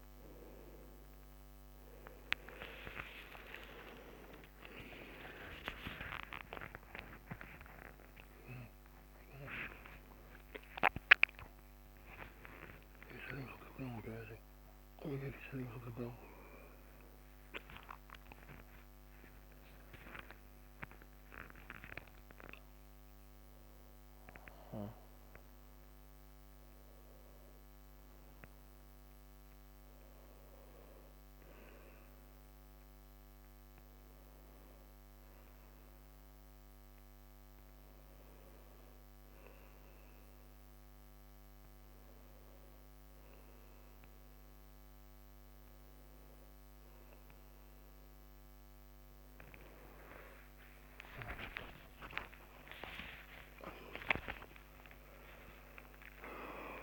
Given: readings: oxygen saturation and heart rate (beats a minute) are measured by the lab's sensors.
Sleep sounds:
a person awake in a sleep study, by a microphone on the trachea; none
4.00-56.83 s: new sleep stage, awake
From the record:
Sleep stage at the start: N2 (light sleep); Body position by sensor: on the right side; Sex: male

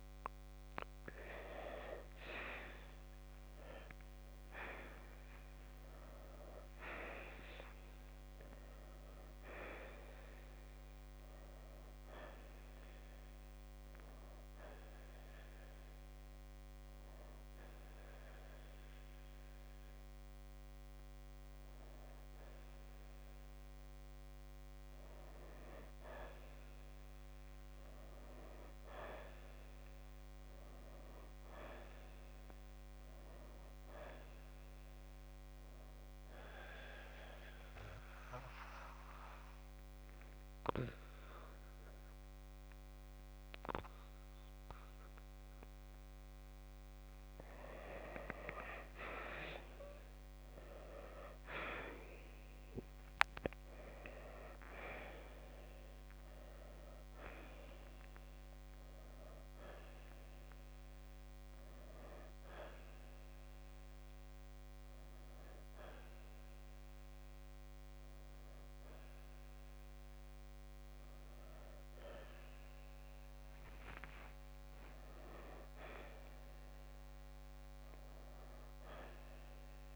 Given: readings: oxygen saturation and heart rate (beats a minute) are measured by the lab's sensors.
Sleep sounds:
breathing in sleep by a microphone on the trachea; 1
9.50-14.00 s: arousal
16.00-33.00 s: oxygen desaturation (device-marked, oxygen 92% before, 86% lowest, heart rate 64 before, 56 extreme)
30.50-33.00 s: arousal
36.00-47.00 s: obstructive apnea (oxygen 94% before, 84% lowest, heart rate 66 before, 56 extreme, up 9 after)
41.00-52.00 s: oxygen desaturation (device-marked, oxygen 94% before, 89% lowest, heart rate 64 before, 56 extreme)
48.50-52.50 s: arousal
63.00-77.00 s: oxygen desaturation (device-marked, oxygen 93% before, 84% lowest, heart rate 62 before, 57 extreme)
78.00-79.96 s: arousal
From the record:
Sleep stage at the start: N2 (light sleep); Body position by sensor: on the right side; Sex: male

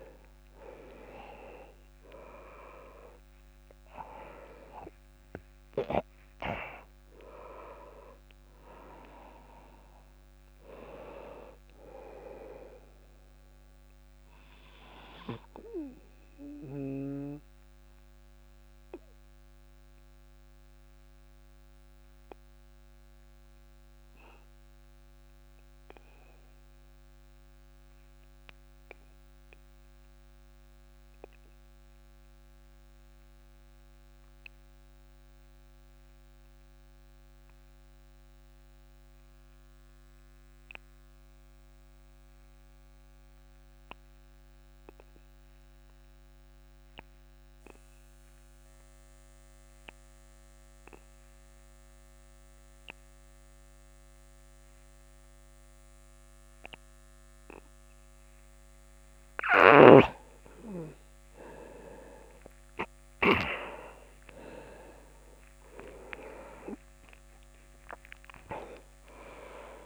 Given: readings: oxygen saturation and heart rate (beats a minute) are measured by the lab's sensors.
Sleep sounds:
breathing in sleep by a microphone on the trachea; 1
0.00-5.00 s: arousal
0.00-35.00 s: oxygen desaturation (device-marked, oxygen 87% lowest)
14.50-58.50 s: obstructive apnea (oxygen 99% before, 84% lowest)
56.00-69.85 s: oxygen desaturation (device-marked, oxygen 99% before, 84% lowest)
61.50-67.50 s: arousal
From the record:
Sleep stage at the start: N2 (light sleep); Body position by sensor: on the back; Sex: male

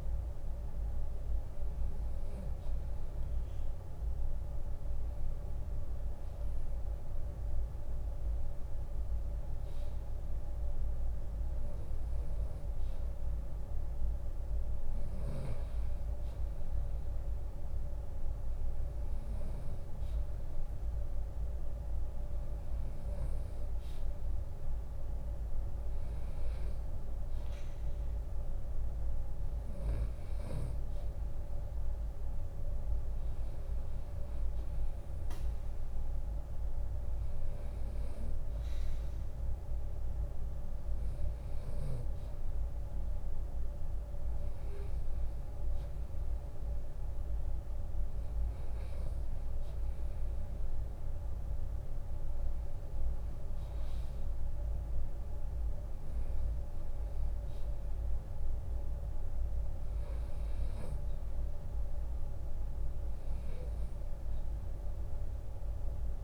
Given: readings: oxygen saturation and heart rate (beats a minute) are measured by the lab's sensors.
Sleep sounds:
breathing in sleep, hard to hear, by a room microphone; none
0.00-2.00 s: long interval between heartbeats (device-marked, heart rate 78 before, 80 extreme)
16.00-35.00 s: drop in pulse transit time (device-marked, heart rate 79 before, 76 extreme)
From the record:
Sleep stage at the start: REM sleep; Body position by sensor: on the right side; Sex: male

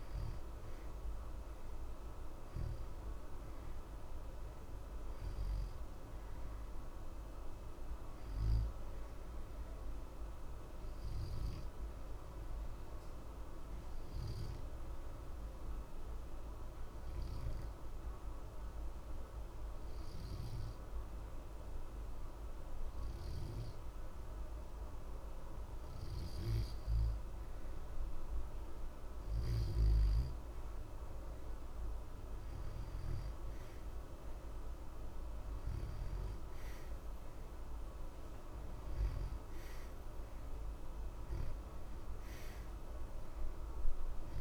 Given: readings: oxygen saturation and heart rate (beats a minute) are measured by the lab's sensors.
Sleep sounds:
breathing in sleep, hard to hear, by a room microphone; 1
0.00-23.00 s: oxygen desaturation (device-marked, oxygen 88% lowest, heart rate 60 extreme)
10.00-26.00 s: obstructive apnea (oxygen 93% before, 88% lowest, heart rate 60 before, 60 extreme, up 2 after)
28.50-33.50 s: arousal
From the record:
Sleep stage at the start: N2 (light sleep); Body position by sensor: on the back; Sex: male

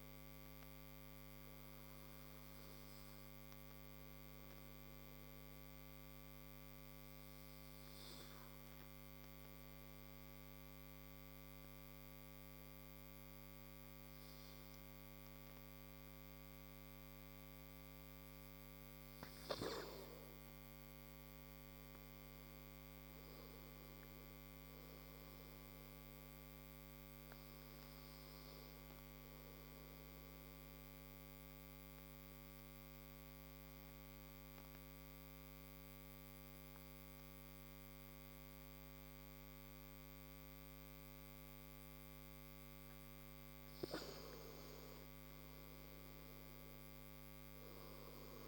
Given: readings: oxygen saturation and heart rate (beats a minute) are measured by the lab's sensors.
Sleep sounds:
breathing in sleep, hard to hear, by a microphone on the trachea; 2
3.00-17.00 s: hypopnea (oxygen 99% before, 93% lowest)
20.00-24.50 s: arousal
22.00-40.00 s: oxygen desaturation (device-marked, oxygen 97% before, 94% lowest)
30.00-42.50 s: obstructive apnea (oxygen 98% before, 93% lowest)
44.50-48.48 s: arousal
From the record:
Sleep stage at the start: N2 (light sleep); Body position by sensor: on the right side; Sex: male

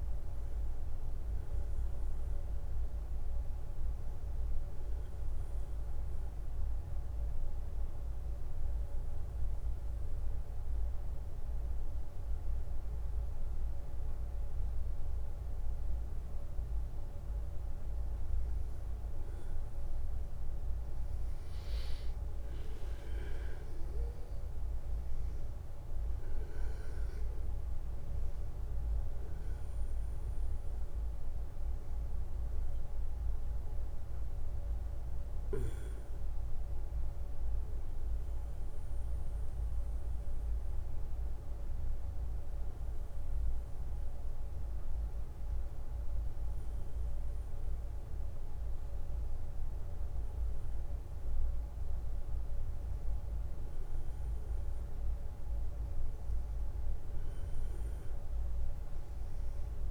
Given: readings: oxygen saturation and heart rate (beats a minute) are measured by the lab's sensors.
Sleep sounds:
breathing in sleep, hard to hear, by a room microphone; 2
5.50-17.50 s: obstructive apnea (oxygen 96% before, 92% lowest, heart rate 67 before, 61 extreme, up 3 after)
19.00-23.00 s: arousal
22.00-32.00 s: oxygen desaturation (device-marked, oxygen 95% before, 92% lowest, heart rate 65 before, 61 extreme)
31.00-44.50 s: hypopnea (oxygen 95% before, 92% lowest, heart rate 65 before, 61 extreme, up 3 after)
47.00-51.00 s: arousal
From the record:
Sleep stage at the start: N1 (lightest sleep); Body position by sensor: on the back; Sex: male

